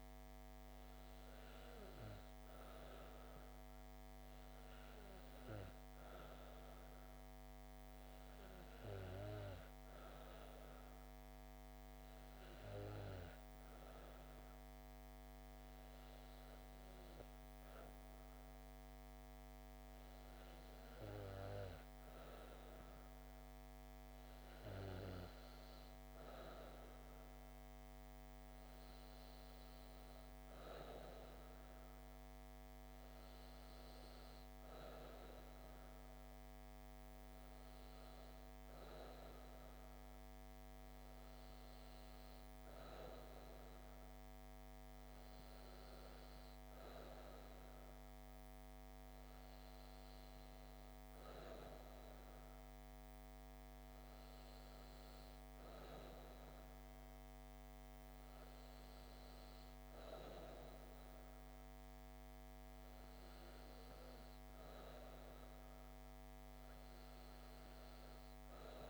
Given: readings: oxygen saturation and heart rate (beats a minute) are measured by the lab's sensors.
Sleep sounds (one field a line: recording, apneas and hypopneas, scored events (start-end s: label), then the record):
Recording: breathing in sleep by a microphone on the trachea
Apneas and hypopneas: none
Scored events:
none scored
From the record:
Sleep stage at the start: N2 (light sleep)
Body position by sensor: on the back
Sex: female